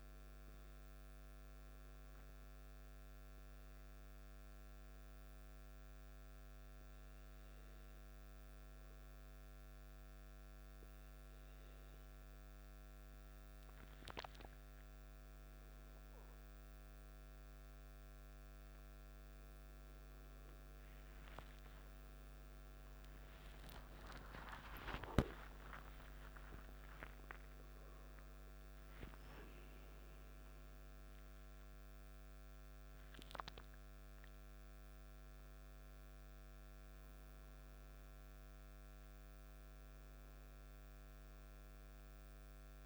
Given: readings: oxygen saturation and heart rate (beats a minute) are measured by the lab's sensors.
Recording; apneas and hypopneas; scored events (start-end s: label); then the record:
breathing in sleep by a microphone on the trachea; 1
0.50-15.00 s: obstructive apnea (oxygen 97% before, 94% lowest, heart rate 56 before, 52 extreme, up 4 after)
22.00-27.00 s: arousal
From the record:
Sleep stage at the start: N2 (light sleep); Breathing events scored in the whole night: 46 in 3.9 hours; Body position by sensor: on the back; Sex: male